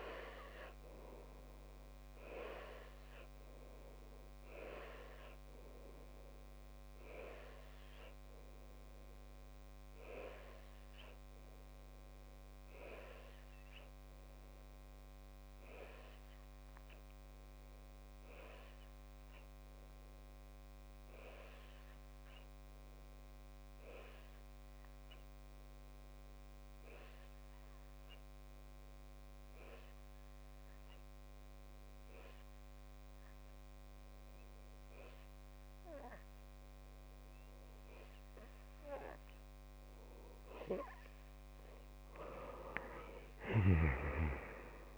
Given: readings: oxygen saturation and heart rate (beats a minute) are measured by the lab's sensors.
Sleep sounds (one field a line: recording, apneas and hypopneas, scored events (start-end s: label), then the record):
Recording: breathing in sleep by a microphone on the trachea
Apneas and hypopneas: 1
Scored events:
1.00-40.00 s: obstructive apnea (oxygen 98% before, 94% lowest)
33.50-44.98 s: oxygen desaturation (device-marked, oxygen 99% before, 94% lowest)
43.00-44.98 s: arousal
From the record:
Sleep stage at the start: N2 (light sleep)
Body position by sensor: on the left side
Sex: male